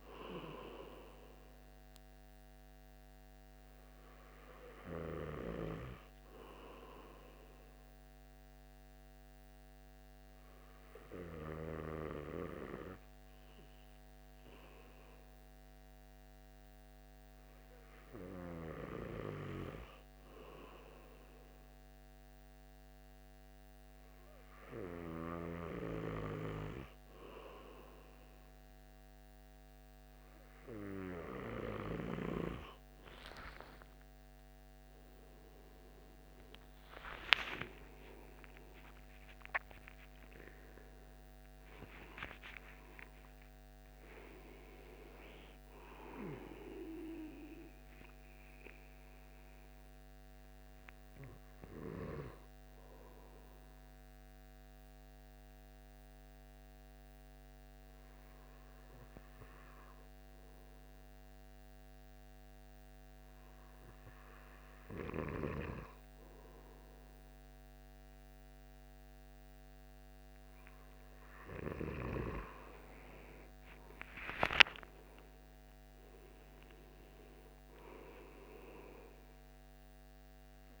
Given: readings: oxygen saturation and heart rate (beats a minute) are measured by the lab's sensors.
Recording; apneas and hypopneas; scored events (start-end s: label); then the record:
breathing in sleep by a microphone on the trachea; 2
8.00-19.00 s: obstructive apnea (oxygen 97% before, 94% lowest, heart rate 70 before, 71 extreme, up 5 after)
37.00-42.00 s: arousal
49.50-71.00 s: hypopnea (oxygen 96% before, 94% lowest, heart rate 89 before, 61 extreme, up 19 after)
73.50-77.50 s: arousal
From the record:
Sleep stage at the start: N2 (light sleep); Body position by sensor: on the back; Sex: male